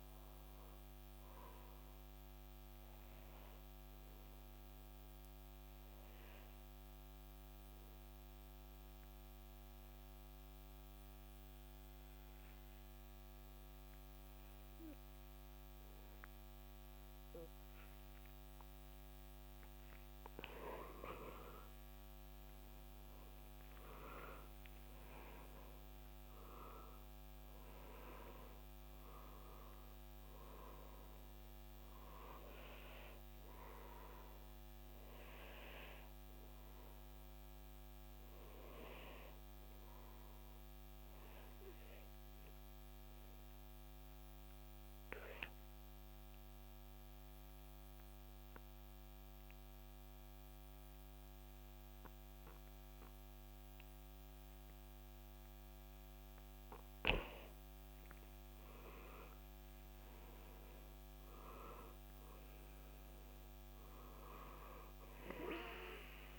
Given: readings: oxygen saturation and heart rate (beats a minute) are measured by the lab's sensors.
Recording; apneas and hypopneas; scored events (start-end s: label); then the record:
breathing in sleep by a microphone on the trachea; 2
6.50-20.00 s: obstructive apnea (oxygen 96% before, 93% lowest, heart rate 66 before, 57 extreme, up 14 after)
22.00-27.00 s: arousal
43.00-56.50 s: obstructive apnea (oxygen 97% before, 91% lowest, heart rate 69 before, 64 extreme, up 6 after)
56.00-61.00 s: oxygen desaturation (device-marked, oxygen 97% before, 93% lowest, heart rate 66 before, 65 extreme)
59.00-63.00 s: arousal
From the record:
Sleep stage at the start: N2 (light sleep); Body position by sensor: on the back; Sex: male